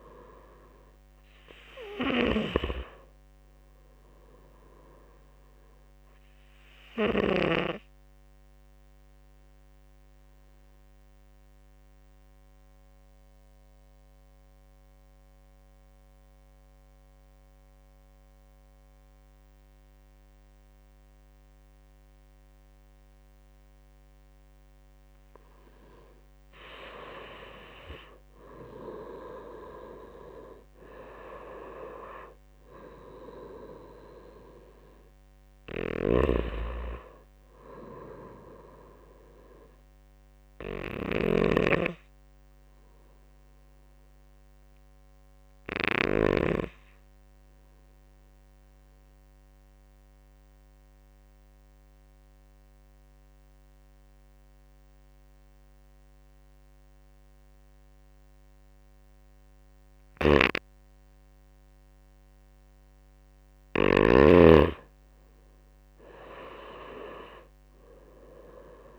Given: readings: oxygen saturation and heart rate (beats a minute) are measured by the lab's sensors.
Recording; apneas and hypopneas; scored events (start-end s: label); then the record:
breathing in sleep by a microphone on the trachea; 2
0.00-6.50 s: snoring (device-marked)
0.00-16.00 s: oxygen desaturation (device-marked, oxygen 89% lowest)
8.50-24.50 s: obstructive apnea (oxygen 97% before, 87% lowest)
27.00-30.50 s: arousal
27.00-50.00 s: oxygen desaturation (device-marked, oxygen 96% before, 90% lowest)
35.00-45.50 s: snoring (device-marked)
46.50-62.00 s: obstructive apnea (oxygen 96% before, 86% lowest)
57.00-68.99 s: oxygen desaturation (device-marked, oxygen 96% before, 87% lowest)
59.50-63.50 s: snoring (device-marked)
65.00-68.00 s: arousal
From the record:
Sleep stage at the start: N2 (light sleep); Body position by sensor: on the right side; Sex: male